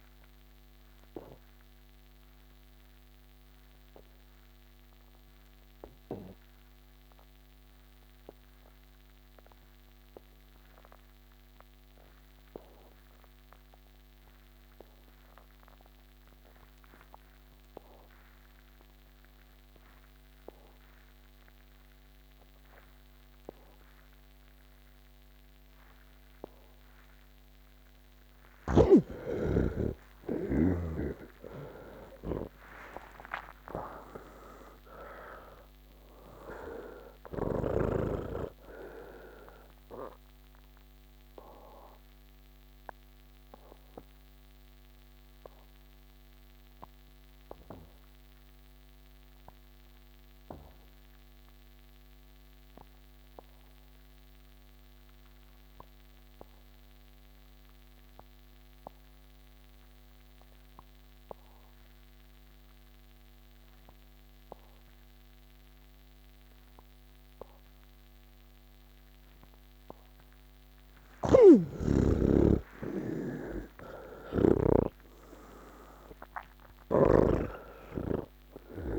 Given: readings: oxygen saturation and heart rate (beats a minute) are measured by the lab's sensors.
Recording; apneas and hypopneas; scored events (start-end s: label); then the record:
breathing in sleep by a microphone on the trachea; 2
0.00-14.50 s: oxygen desaturation (device-marked, oxygen 78% lowest, heart rate 126 extreme)
1.00-29.00 s: obstructive apnea (oxygen 98% before, 78% lowest, heart rate 166 before, 126 extreme)
16.50-54.50 s: oxygen desaturation (device-marked, oxygen 99% before, 79% lowest, heart rate 160 before, 133 extreme)
42.50-70.00 s: obstructive apnea (oxygen 99% before, 78% lowest, heart rate 174 before, 133 extreme)
63.50-78.98 s: oxygen desaturation (device-marked, oxygen 99% before, 79% lowest, heart rate 165 before, 166 extreme)
71.50-75.00 s: snoring (device-marked)
From the record:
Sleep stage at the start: N2 (light sleep); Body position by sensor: on the back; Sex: male